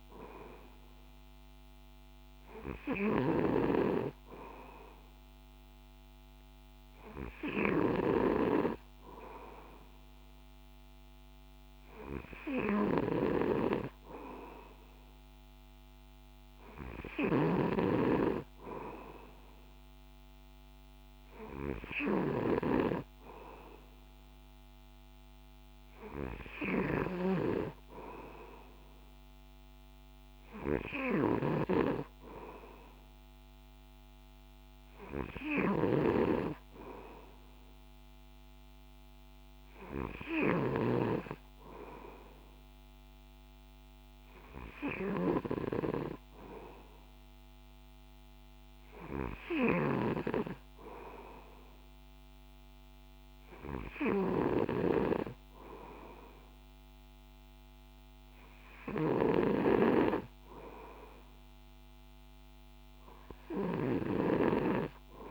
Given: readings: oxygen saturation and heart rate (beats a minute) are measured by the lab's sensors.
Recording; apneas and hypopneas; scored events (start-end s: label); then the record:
breathing in sleep by a microphone on the trachea; none
0.00-40.50 s: snoring (device-marked)
49.50-65.31 s: snoring (device-marked)
From the record:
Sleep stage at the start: N2 (light sleep); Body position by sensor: on the back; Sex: male